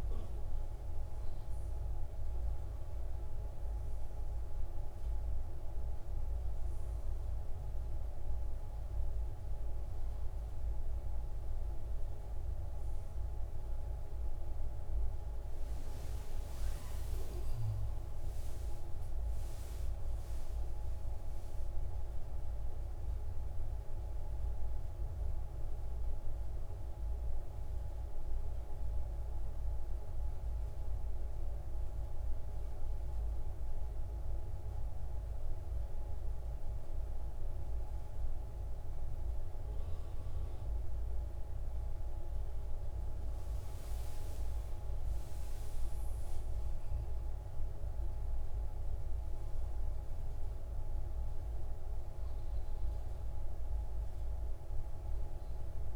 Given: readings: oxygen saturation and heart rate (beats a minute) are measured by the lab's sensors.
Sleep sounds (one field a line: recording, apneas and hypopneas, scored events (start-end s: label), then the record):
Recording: breathing in sleep, hard to hear, by a room microphone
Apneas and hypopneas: 1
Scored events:
0.00-15.00 s: oxygen desaturation (device-marked, oxygen 94% lowest, heart rate 60 extreme)
18.50-23.50 s: arousal
28.00-42.00 s: central apnea (oxygen 96% before, 90% lowest, heart rate 70 before, 57 extreme, up 13 after)
44.00-46.50 s: arousal
49.00-55.96 s: oxygen desaturation (device-marked, oxygen 96% before, 92% lowest, heart rate 65 before, 57 extreme)
From the record:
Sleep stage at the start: N2 (light sleep)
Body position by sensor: on the right side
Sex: male